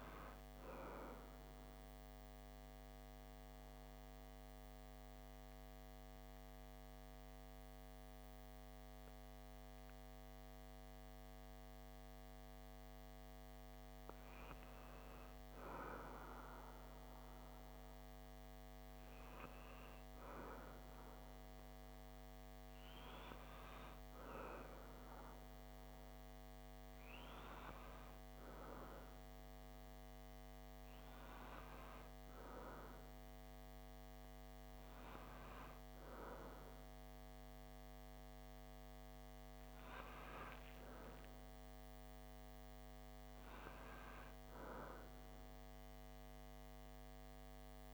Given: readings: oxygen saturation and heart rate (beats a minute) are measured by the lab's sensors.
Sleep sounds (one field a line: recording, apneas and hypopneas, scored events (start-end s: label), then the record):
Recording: breathing in sleep by a microphone on the trachea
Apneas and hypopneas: 1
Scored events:
0.50-12.50 s: central apnea (oxygen 97% before, 94% lowest)
14.00-19.50 s: arousal
From the record:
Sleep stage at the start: REM sleep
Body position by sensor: on the back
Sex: male